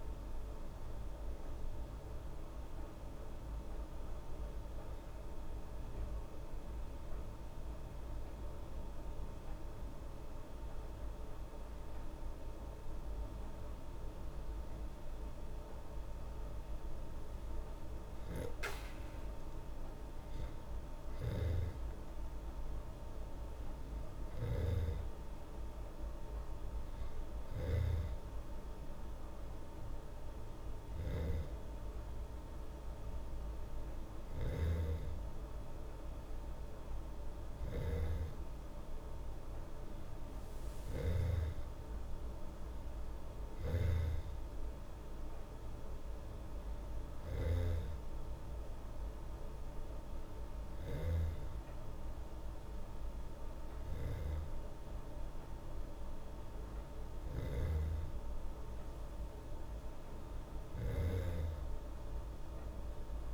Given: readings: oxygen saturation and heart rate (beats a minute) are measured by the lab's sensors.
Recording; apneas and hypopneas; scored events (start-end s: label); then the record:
breathing in sleep by a room microphone; none
34.00-47.50 s: snoring (device-marked)
57.00-63.34 s: snoring (device-marked)
From the record:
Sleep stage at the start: N2 (light sleep); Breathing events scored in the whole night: 206 in 7.8 hours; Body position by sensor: on the back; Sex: female